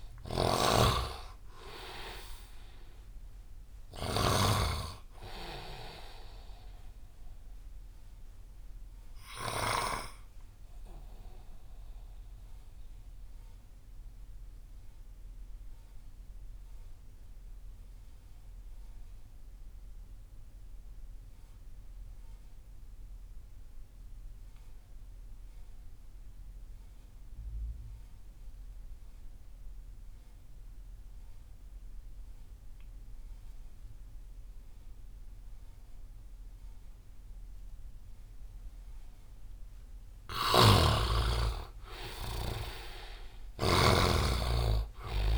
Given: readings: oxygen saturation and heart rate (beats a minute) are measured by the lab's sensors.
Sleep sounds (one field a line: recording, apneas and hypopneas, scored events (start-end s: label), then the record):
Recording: breathing in sleep by a room microphone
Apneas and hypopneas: 1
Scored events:
0.00-10.00 s: snoring (device-marked)
0.00-26.50 s: oxygen desaturation (device-marked, oxygen 80% lowest)
1.50-45.38 s: new sleep stage, N2 (light sleep)
9.00-39.50 s: mixed apnea (oxygen 99% before, 80% lowest)
40.50-44.00 s: snoring (device-marked)
41.50-45.00 s: arousal
43.50-45.38 s: oxygen desaturation (device-marked, oxygen 98% before, 85% lowest)
From the record:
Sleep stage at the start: REM sleep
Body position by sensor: on the right side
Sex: male